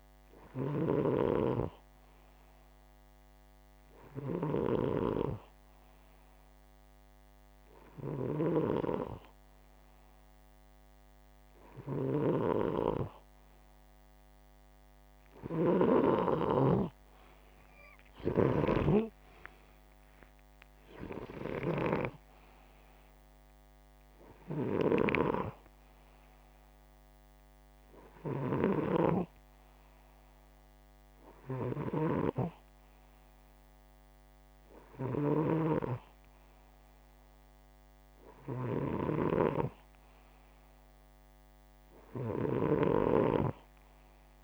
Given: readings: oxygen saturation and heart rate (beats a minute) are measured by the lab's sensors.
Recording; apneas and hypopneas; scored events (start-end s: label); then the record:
breathing in sleep by a microphone on the trachea; none
0.00-15.50 s: snoring (device-marked)
31.50-44.44 s: snoring (device-marked)
From the record:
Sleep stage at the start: N2 (light sleep); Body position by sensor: upright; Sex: male